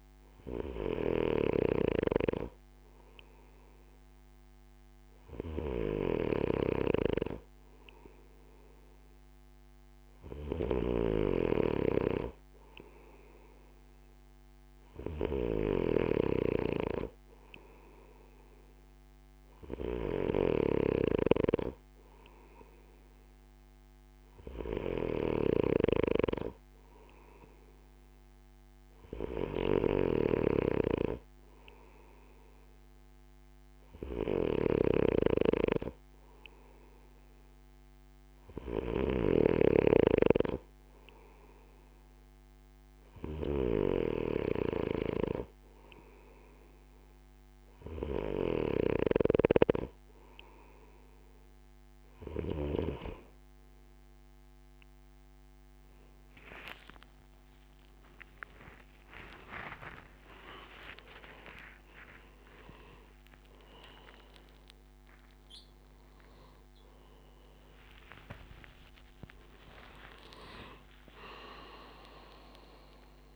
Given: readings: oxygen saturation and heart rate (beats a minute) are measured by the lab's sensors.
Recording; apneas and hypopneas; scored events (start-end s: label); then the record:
a person partly awake in a sleep study, by a microphone on the trachea; none
0.00-52.50 s: snoring (device-marked)
50.00-73.36 s: new sleep stage, awake
56.00-62.00 s: tachycardia (device-marked, heart rate 81 before, 107 extreme)
59.50-61.50 s: long interval between heartbeats (device-marked, heart rate 84 before, 103 extreme)
67.00-69.00 s: tachycardia (device-marked, heart rate 81 before, 100 extreme)
From the record:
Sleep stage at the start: N2 (light sleep); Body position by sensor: on the right side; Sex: male